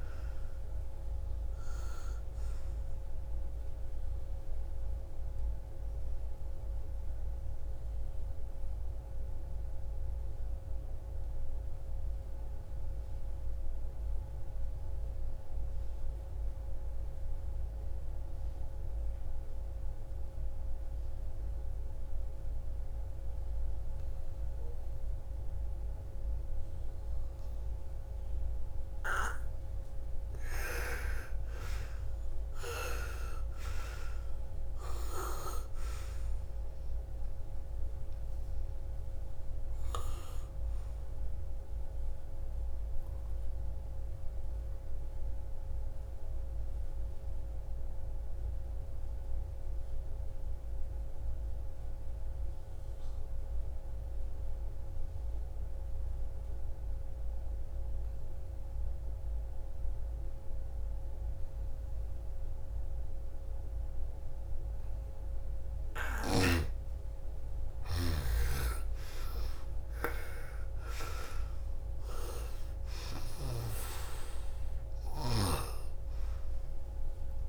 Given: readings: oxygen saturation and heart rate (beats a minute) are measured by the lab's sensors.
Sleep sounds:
breathing in sleep by a room microphone; 2
0.00-19.00 s: oxygen desaturation (device-marked, oxygen 80% lowest, heart rate 45 extreme)
6.00-28.50 s: obstructive apnea (oxygen 99% before, 80% lowest, heart rate 61 before, 45 extreme, up 12 after)
28.00-49.00 s: oxygen desaturation (device-marked, oxygen 98% before, 82% lowest, heart rate 55 before, 52 extreme)
30.00-34.00 s: arousal
43.00-65.00 s: obstructive apnea (oxygen 98% before, 81% lowest, heart rate 57 before, 56 extreme, up 12 after)
64.00-77.49 s: oxygen desaturation (device-marked, oxygen 98% before, 81% lowest, heart rate 59 before, 49 extreme)
66.50-70.00 s: arousal
From the record:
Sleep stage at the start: N2 (light sleep); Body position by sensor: on the right side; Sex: female

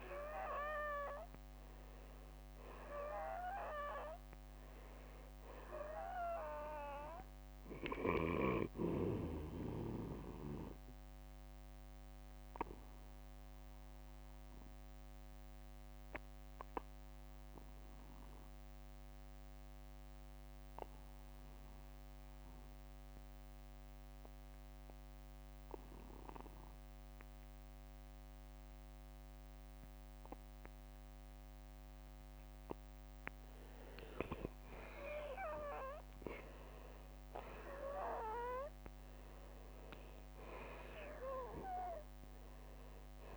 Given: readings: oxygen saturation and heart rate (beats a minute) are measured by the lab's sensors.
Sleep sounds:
breathing in sleep by a microphone on the trachea; 1
4.50-6.50 s: long interval between heartbeats (device-marked, heart rate 52 before, 60 extreme)
9.50-32.50 s: obstructive apnea (oxygen 95% before, 85% lowest, heart rate 55 before, 52 extreme, up 5 after)
15.00-32.00 s: oxygen desaturation (device-marked, oxygen 95% before, 87% lowest, heart rate 59 before, 52 extreme)
34.00-39.50 s: arousal
From the record:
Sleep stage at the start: N2 (light sleep); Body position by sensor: on the back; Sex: male

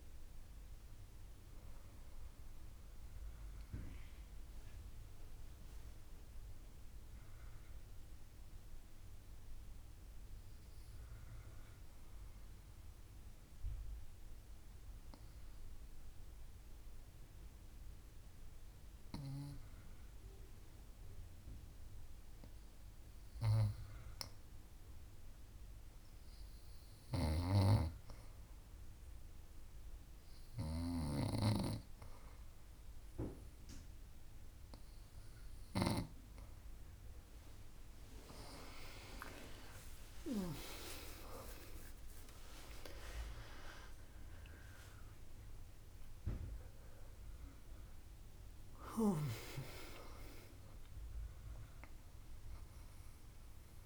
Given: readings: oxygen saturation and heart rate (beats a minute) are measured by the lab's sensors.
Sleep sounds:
breathing in sleep by a room microphone; 1
4.00-23.00 s: obstructive apnea (oxygen 99% before, 92% lowest, heart rate 77 before, 62 extreme, up 4 after)
24.50-27.50 s: arousal
31.00-53.85 s: oxygen desaturation (device-marked, oxygen 99% before, 92% lowest, heart rate 64 before, 61 extreme)
47.50-51.50 s: arousal
From the record:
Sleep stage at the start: N2 (light sleep); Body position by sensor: on the back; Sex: female

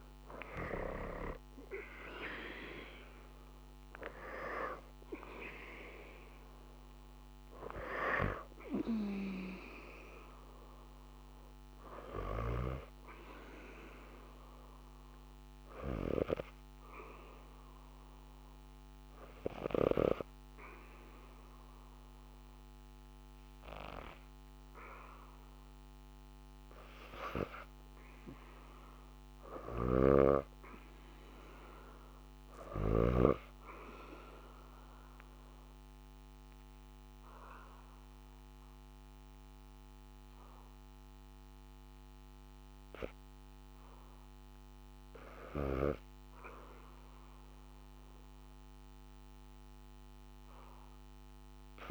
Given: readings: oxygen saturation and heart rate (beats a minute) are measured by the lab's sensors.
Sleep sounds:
breathing in sleep by a microphone on the trachea; 2
0.00-2.50 s: arousal
3.00-25.00 s: oxygen desaturation (device-marked, oxygen 94% before, 82% lowest, heart rate 72 before, 74 extreme)
13.00-25.50 s: hypopnea (oxygen 94% before, 82% lowest, heart rate 78 before, 74 extreme, up 0 after)
27.00-30.00 s: arousal
29.00-32.50 s: snoring (device-marked)
32.50-43.50 s: obstructive apnea (oxygen 100% before, 89% lowest, heart rate 81 before, 72 extreme, up 0 after)
36.00-47.00 s: oxygen desaturation (device-marked, oxygen 100% before, 93% lowest, heart rate 80 before, 72 extreme)
46.50-49.50 s: arousal
From the record:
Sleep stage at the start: N2 (light sleep); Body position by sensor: on the back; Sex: female

